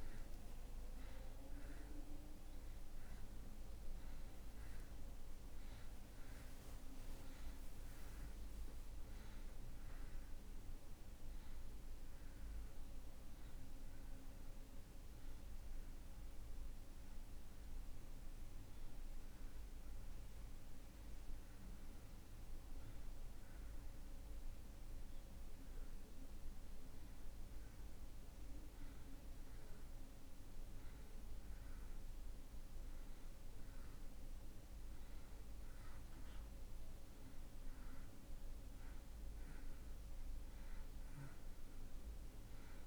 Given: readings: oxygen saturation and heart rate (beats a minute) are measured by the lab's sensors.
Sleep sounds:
breathing in sleep, hard to hear, by a room microphone; none
0.00-2.00 s: arousal
From the record:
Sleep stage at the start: N2 (light sleep); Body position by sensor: on the back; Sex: male

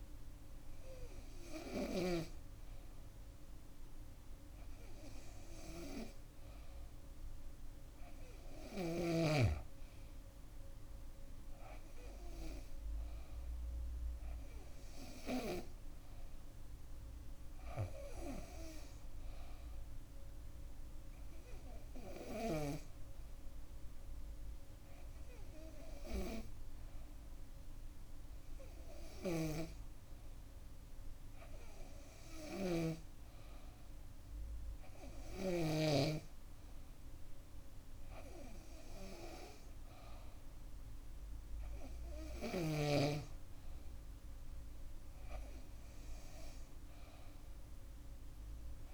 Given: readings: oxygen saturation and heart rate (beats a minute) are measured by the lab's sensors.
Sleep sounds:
breathing in sleep by a room microphone; none
28.50-35.50 s: snoring (device-marked)
From the record:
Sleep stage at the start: N2 (light sleep); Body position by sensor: on the back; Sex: female

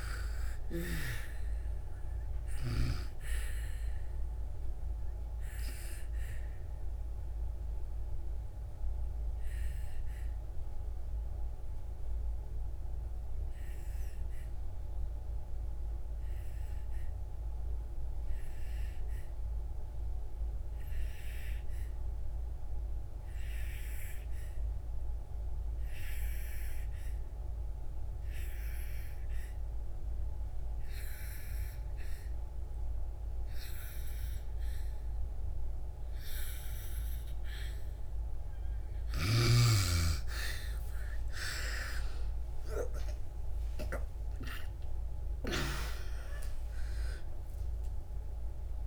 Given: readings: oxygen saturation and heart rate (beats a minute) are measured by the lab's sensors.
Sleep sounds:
breathing in sleep by a room microphone; 1
0.00-25.50 s: oxygen desaturation (device-marked, oxygen 82% lowest, heart rate 60 extreme)
3.00-40.00 s: obstructive apnea (oxygen 99% before, 77% lowest, heart rate 81 before, 58 extreme, up 60 after)
27.50-48.86 s: oxygen desaturation (device-marked, oxygen 98% before, 77% lowest, heart rate 67 before, 58 extreme)
From the record:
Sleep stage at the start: N2 (light sleep); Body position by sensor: on the back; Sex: female

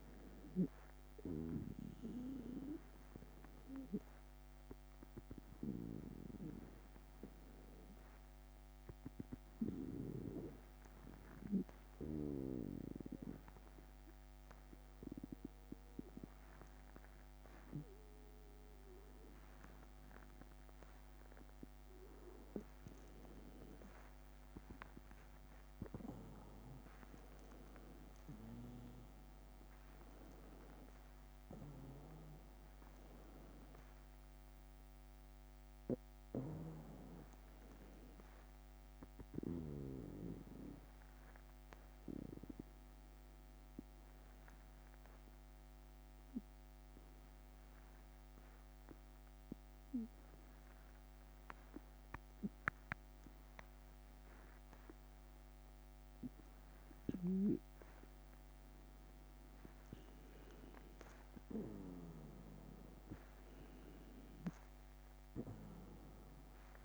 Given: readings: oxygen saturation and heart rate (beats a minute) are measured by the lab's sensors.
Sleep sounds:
breathing in sleep by a microphone on the trachea; 2
10.00-22.00 s: obstructive apnea (oxygen 96% before, 93% lowest, heart rate 83 before, 81 extreme, up 6 after)
26.00-31.50 s: arousal
40.00-60.00 s: obstructive apnea (oxygen 95% before, 93% lowest, heart rate 85 before, 79 extreme, up 3 after)
63.00-66.85 s: arousal
From the record:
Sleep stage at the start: N2 (light sleep); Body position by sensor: on the right side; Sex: male

